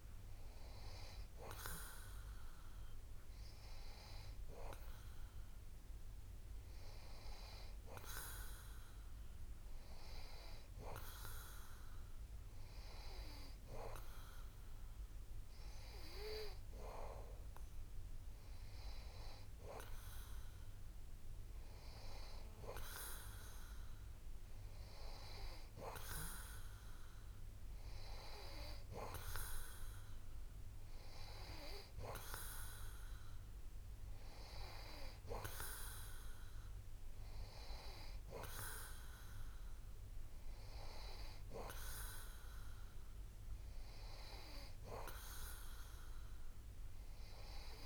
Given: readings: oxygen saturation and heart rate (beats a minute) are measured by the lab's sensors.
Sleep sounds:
breathing in sleep by a room microphone; none
none scored
From the record:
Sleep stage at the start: N2 (light sleep); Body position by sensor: on the back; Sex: male

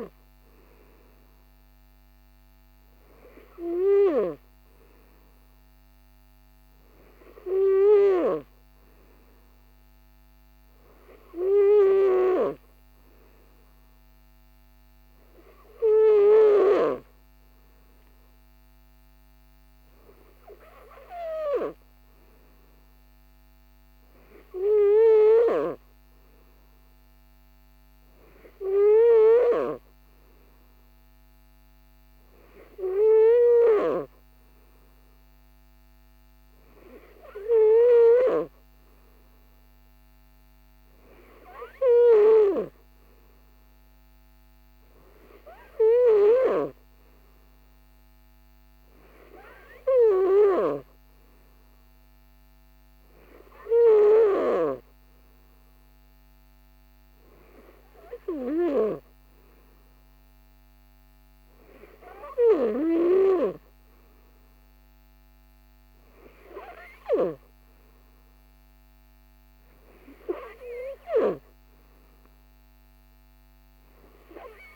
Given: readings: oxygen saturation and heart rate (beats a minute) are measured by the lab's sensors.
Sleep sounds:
breathing in sleep by a microphone on the trachea; none
none scored
From the record:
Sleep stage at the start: N3 (deep sleep); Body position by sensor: on the right side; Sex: male

